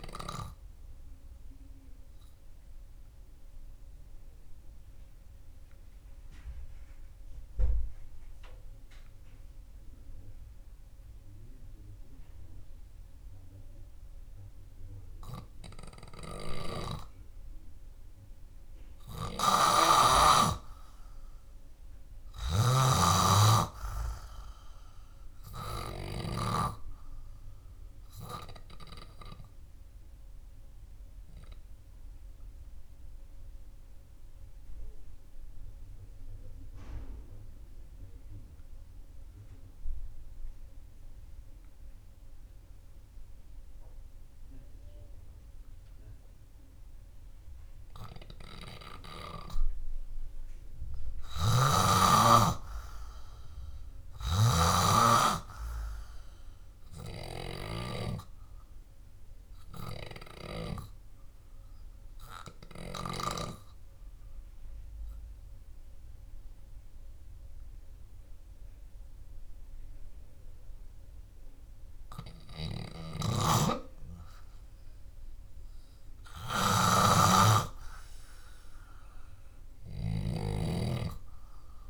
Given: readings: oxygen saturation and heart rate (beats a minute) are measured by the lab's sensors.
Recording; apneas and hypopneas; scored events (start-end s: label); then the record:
breathing in sleep by a room microphone; 3
0.00-4.00 s: oxygen desaturation (device-marked, oxygen 91% lowest, heart rate 62 extreme)
2.50-15.50 s: hypopnea (oxygen 96% before, 90% lowest, heart rate 66 before, 62 extreme)
13.00-29.00 s: oxygen desaturation (device-marked, oxygen 96% before, 91% lowest, heart rate 69 before, 59 extreme)
17.00-23.50 s: snoring (device-marked)
24.00-28.50 s: arousal
33.00-49.00 s: obstructive apnea (oxygen 98% before, 90% lowest, heart rate 66 before, 59 extreme)
46.00-60.00 s: oxygen desaturation (device-marked, oxygen 97% before, 90% lowest, heart rate 67 before, 59 extreme)
53.00-58.50 s: arousal
64.00-74.50 s: obstructive apnea (oxygen 97% before, 91% lowest, heart rate 64 before, 66 extreme, up 6 after)
73.50-77.50 s: snoring (device-marked)
77.50-81.50 s: arousal
From the record:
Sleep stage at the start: N2 (light sleep); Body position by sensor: on the back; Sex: male